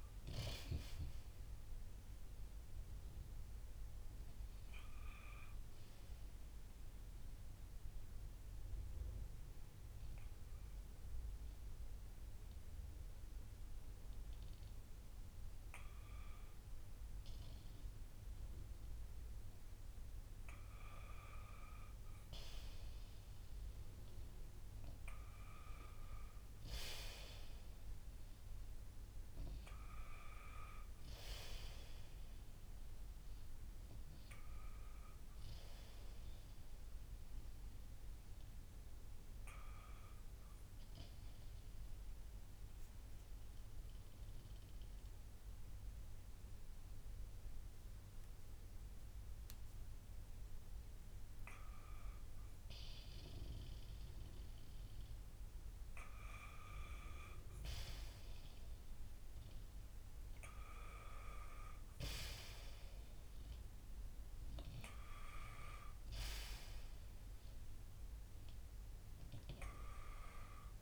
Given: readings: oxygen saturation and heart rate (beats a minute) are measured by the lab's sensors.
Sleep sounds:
breathing in sleep by a room microphone; 2
7.00-20.00 s: obstructive apnea (oxygen 96% before, 93% lowest, heart rate 61 before, 56 extreme, up 2 after)
24.50-28.50 s: arousal
31.00-50.00 s: oxygen desaturation (device-marked, oxygen 96% before, 93% lowest, heart rate 57 before, 56 extreme)
41.00-52.00 s: hypopnea (oxygen 96% before, 92% lowest, heart rate 58 before, 56 extreme, up 2 after)
53.50-58.00 s: arousal
From the record:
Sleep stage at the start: N1 (lightest sleep); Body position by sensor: on the back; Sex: male

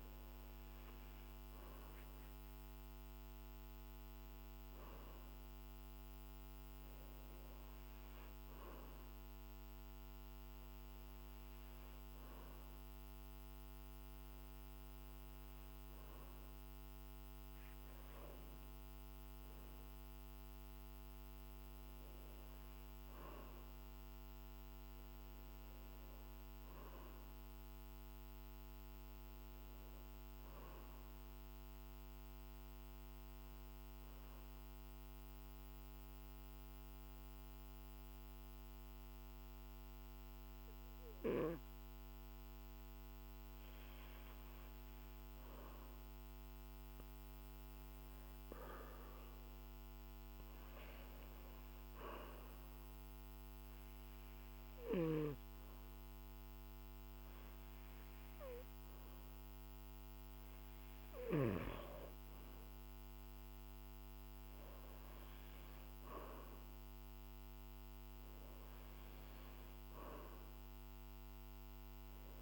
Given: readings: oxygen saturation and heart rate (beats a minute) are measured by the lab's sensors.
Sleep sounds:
breathing in sleep, hard to hear, by a microphone on the trachea; 1
31.00-46.50 s: hypopnea (oxygen 95% before, 92% lowest, heart rate 50 before, 49 extreme, up 1 after)
47.50-50.50 s: arousal
54.50-71.50 s: oxygen desaturation (device-marked, oxygen 95% before, 92% lowest, heart rate 50 before, 49 extreme)
From the record:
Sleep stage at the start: N2 (light sleep); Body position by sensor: on the back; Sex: male

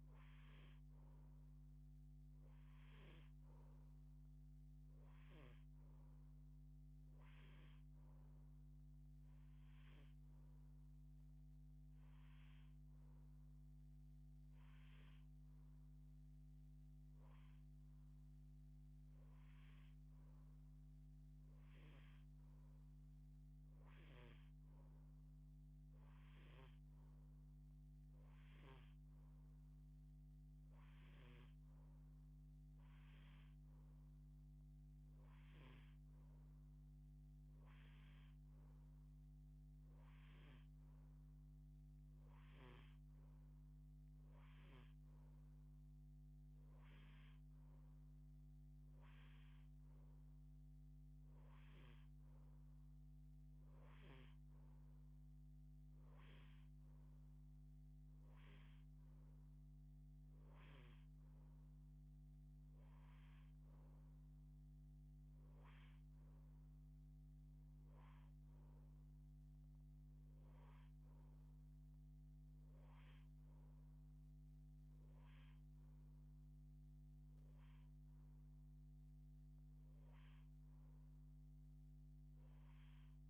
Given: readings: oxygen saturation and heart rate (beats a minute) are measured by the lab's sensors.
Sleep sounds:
breathing in sleep, hard to hear, by a microphone on the trachea; none
none scored
From the record:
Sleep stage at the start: N2 (light sleep); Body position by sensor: on the left side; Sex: female

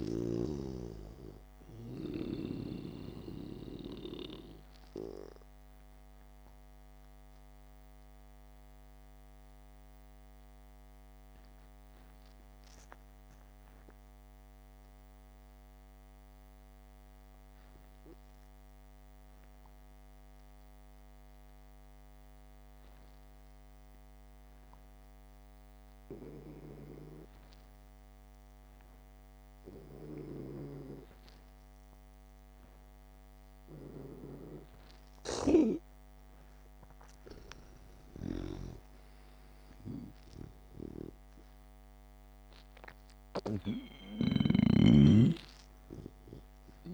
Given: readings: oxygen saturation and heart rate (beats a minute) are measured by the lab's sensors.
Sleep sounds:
breathing in sleep by a microphone on the trachea; 1
1.50-24.50 s: oxygen desaturation (device-marked, oxygen 96% before, 89% lowest, heart rate 59 before, 52 extreme)
6.50-27.50 s: mixed apnea (oxygen 97% before, 84% lowest, heart rate 58 before, 52 extreme, up 0 after)
32.00-36.00 s: arousal
36.00-45.50 s: snoring (device-marked)
36.50-46.94 s: oxygen desaturation (device-marked, oxygen 98% before, 84% lowest, heart rate 66 before, 53 extreme)
From the record:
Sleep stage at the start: N2 (light sleep); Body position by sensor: on the back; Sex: male

